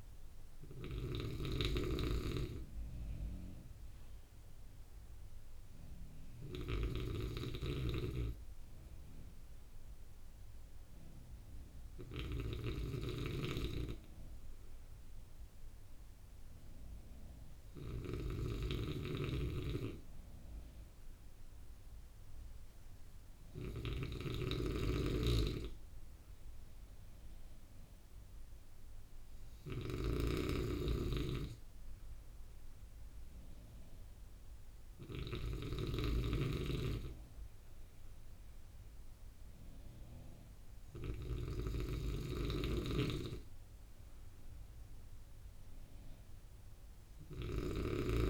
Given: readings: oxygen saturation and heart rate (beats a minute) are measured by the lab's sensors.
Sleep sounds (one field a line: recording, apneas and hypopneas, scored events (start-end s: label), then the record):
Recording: breathing in sleep by a room microphone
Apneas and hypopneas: none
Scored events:
0.00-1.50 s: snoring (device-marked)
7.50-41.50 s: snoring (device-marked)
From the record:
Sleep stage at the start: N2 (light sleep)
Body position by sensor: on the right side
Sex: male